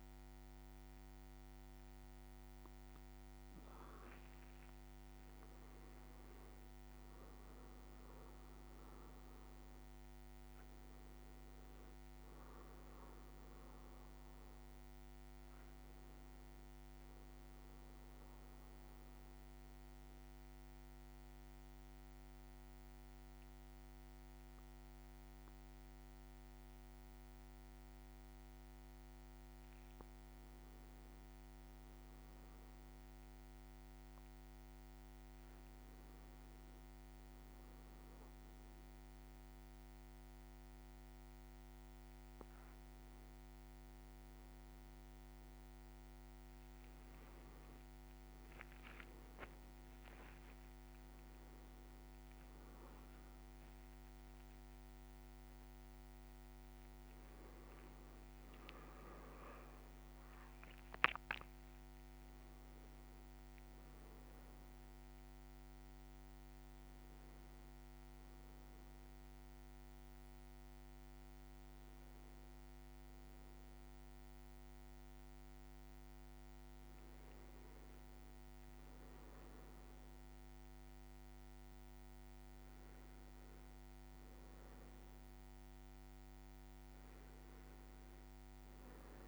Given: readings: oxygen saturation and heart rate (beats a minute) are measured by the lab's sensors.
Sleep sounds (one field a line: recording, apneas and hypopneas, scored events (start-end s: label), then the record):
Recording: breathing in sleep, hard to hear, by a microphone on the trachea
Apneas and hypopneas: 1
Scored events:
3.00-5.50 s: leg movement (device-marked)
4.00-10.00 s: arousal
17.00-29.00 s: central apnea (oxygen 99% before, 96% lowest, heart rate 58 before, 55 extreme, up 4 after)
27.50-30.00 s: leg movement (device-marked)
32.00-37.50 s: arousal
46.50-48.00 s: leg movement (device-marked)
From the record:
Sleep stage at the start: N2 (light sleep)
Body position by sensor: on the back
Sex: male